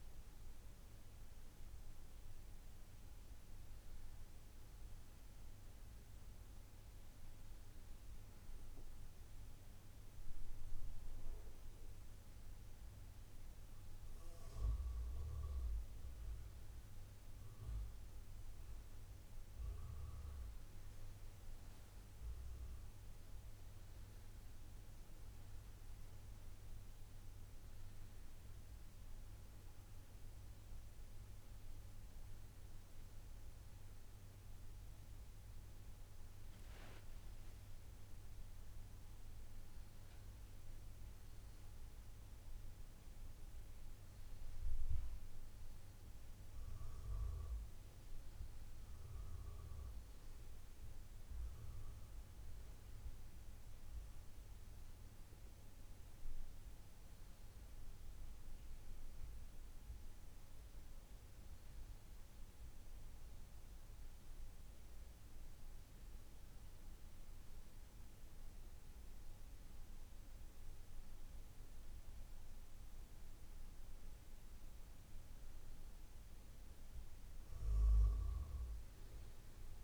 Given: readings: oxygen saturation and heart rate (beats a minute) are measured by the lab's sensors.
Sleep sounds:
breathing in sleep, hard to hear, by a room microphone; none
34.00-79.84 s: new sleep stage, N1 (lightest sleep)
34.50-39.00 s: arousal
From the record:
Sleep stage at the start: N2 (light sleep); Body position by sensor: on the back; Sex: male

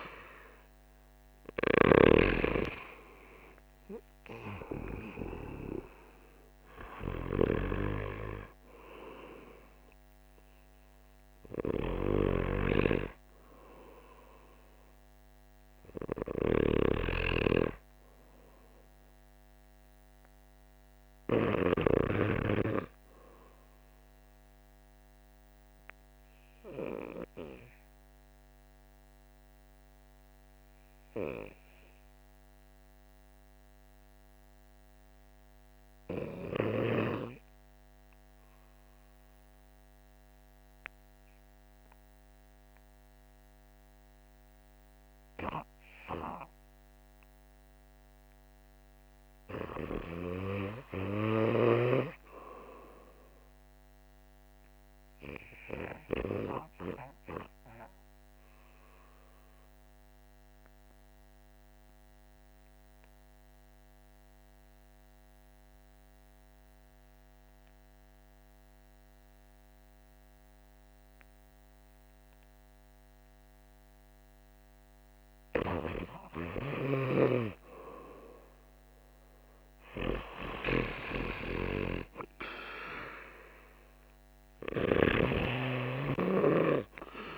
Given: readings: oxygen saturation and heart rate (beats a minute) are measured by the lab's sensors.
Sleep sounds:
breathing in sleep by a microphone on the trachea; 2
0.00-29.50 s: oxygen desaturation (device-marked, oxygen 72% lowest, heart rate 51 extreme)
27.00-45.50 s: hypopnea (oxygen 96% before, 79% lowest, heart rate 59 before, 51 extreme, up 3 after)
45.50-70.50 s: oxygen desaturation (device-marked, oxygen 98% before, 84% lowest, heart rate 52 before, 52 extreme)
48.50-52.00 s: arousal
61.00-75.00 s: obstructive apnea (oxygen 99% before, 79% lowest, heart rate 54 before, 52 extreme, up 13 after)
77.50-81.50 s: arousal
81.50-87.38 s: oxygen desaturation (device-marked, oxygen 91% before, 79% lowest, heart rate 54 before, 52 extreme)
From the record:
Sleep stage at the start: REM sleep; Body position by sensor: on the back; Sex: male

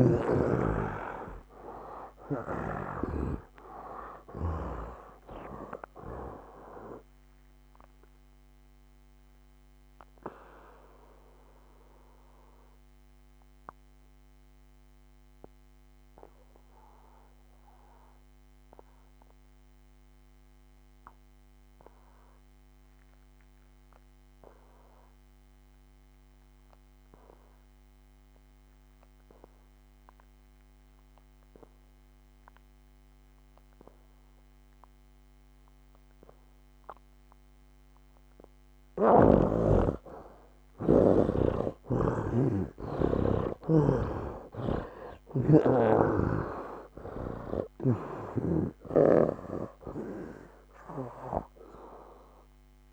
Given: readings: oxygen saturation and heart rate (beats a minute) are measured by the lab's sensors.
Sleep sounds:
breathing in sleep by a microphone on the trachea; 1
0.00-4.00 s: arousal
0.00-31.50 s: oxygen desaturation (device-marked, oxygen 70% lowest, heart rate 65 extreme)
9.00-39.50 s: obstructive apnea (oxygen 98% before, 70% lowest, heart rate 73 before, 65 extreme, up 14 after)
33.50-52.93 s: oxygen desaturation (device-marked, oxygen 97% before, 71% lowest, heart rate 69 before, 66 extreme)
41.50-48.00 s: snoring (device-marked)
43.00-47.00 s: arousal
From the record:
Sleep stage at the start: N2 (light sleep); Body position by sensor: on the back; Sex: male

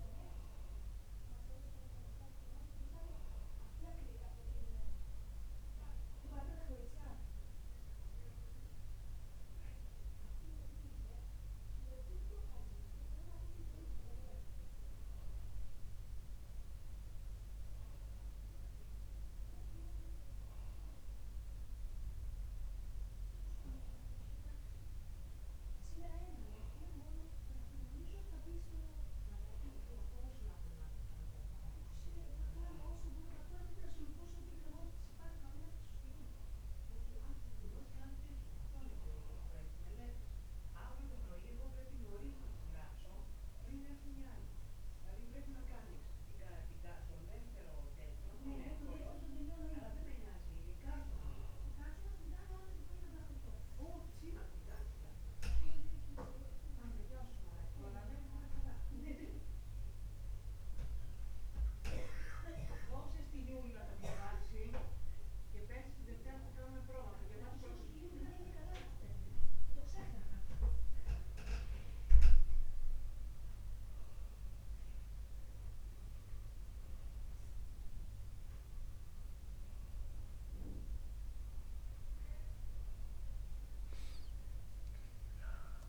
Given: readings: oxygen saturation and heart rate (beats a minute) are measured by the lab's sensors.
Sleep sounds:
breathing in sleep by a room microphone; none
none scored
From the record:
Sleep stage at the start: N2 (light sleep); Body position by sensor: on the back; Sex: male

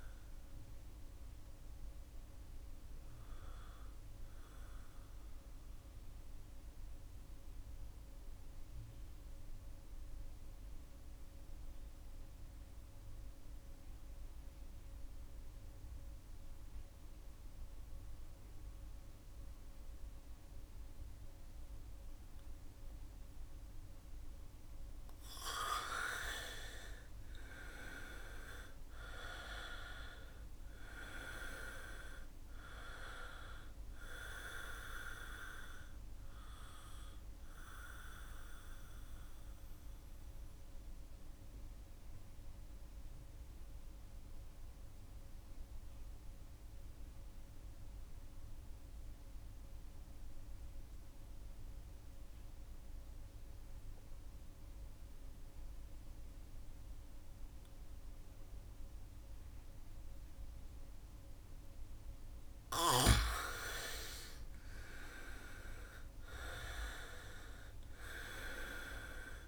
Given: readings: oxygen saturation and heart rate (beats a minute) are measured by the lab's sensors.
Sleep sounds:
breathing in sleep by a room microphone; 2
0.00-13.00 s: oxygen desaturation (device-marked, oxygen 86% lowest, heart rate 65 extreme)
0.50-24.00 s: mixed apnea (oxygen 97% before, 83% lowest, heart rate 69 before, 63 extreme)
25.50-28.50 s: arousal
26.00-55.00 s: oxygen desaturation (device-marked, oxygen 99% before, 83% lowest, heart rate 69 before, 63 extreme)
35.00-61.00 s: mixed apnea (oxygen 99% before, 82% lowest, heart rate 68 before, 63 extreme, up 0 after)
63.00-67.00 s: arousal
65.00-69.48 s: oxygen desaturation (device-marked, oxygen 99% before, 82% lowest, heart rate 68 before, 63 extreme)
From the record:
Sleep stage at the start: N2 (light sleep); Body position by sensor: on the back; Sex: male

